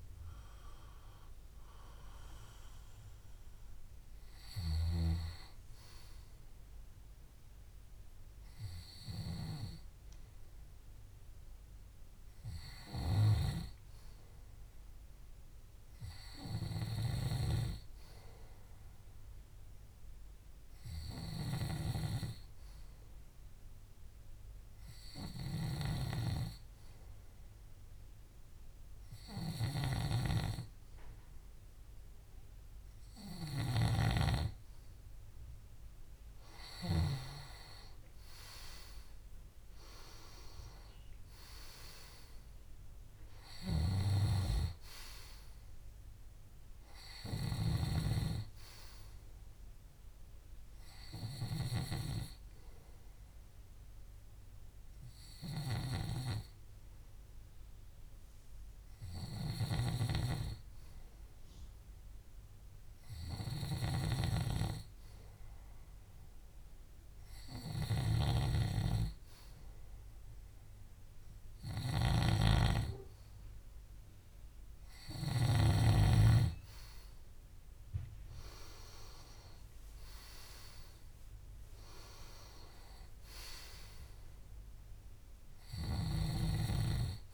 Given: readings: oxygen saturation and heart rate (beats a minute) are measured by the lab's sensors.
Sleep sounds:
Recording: breathing in sleep by a room microphone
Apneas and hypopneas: 2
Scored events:
21.50-37.00 s: snoring (device-marked)
24.50-35.00 s: hypopnea (oxygen 97% before, 94% lowest, heart rate 65 before, 63 extreme, up 7 after)
37.50-41.00 s: arousal
43.50-48.00 s: snoring (device-marked)
58.00-75.50 s: hypopnea (oxygen 97% before, 94% lowest, heart rate 67 before, 63 extreme, up 7 after)
63.50-75.50 s: snoring (device-marked)
78.00-81.50 s: arousal
From the record:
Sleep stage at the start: N2 (light sleep)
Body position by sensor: on the back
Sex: male

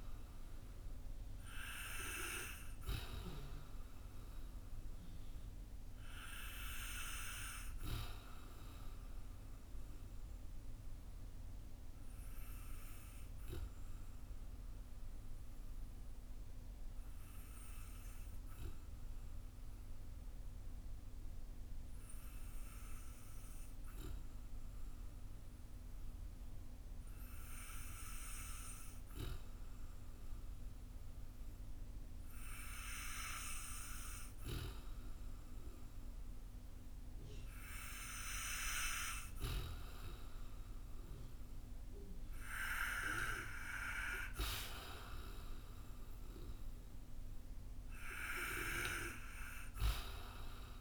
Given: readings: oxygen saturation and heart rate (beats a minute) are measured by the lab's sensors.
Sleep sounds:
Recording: breathing in sleep by a room microphone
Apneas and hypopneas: 1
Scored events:
8.00-34.00 s: obstructive apnea (oxygen 96% before, 92% lowest, heart rate 55 before, 48 extreme, up 4 after)
37.50-42.00 s: arousal
From the record:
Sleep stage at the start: N2 (light sleep)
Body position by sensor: on the back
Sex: male

